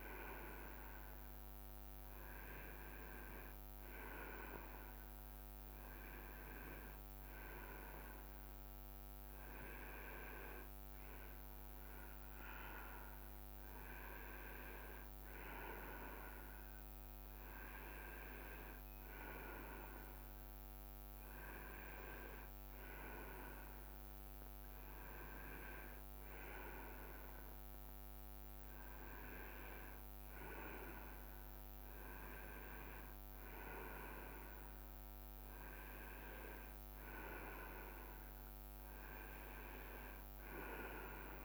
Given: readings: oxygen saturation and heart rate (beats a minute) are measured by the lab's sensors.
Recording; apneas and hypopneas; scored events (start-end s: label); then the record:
breathing in sleep by a microphone on the trachea; none
0.00-3.00 s: leg movement (device-marked)
5.50-7.50 s: leg movement (device-marked)
11.50-16.00 s: leg movement (device-marked)
21.50-24.00 s: leg movement (device-marked)
29.00-36.50 s: leg movement (device-marked)
39.50-41.00 s: leg movement (device-marked)
From the record:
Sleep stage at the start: N2 (light sleep); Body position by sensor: on the right side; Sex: male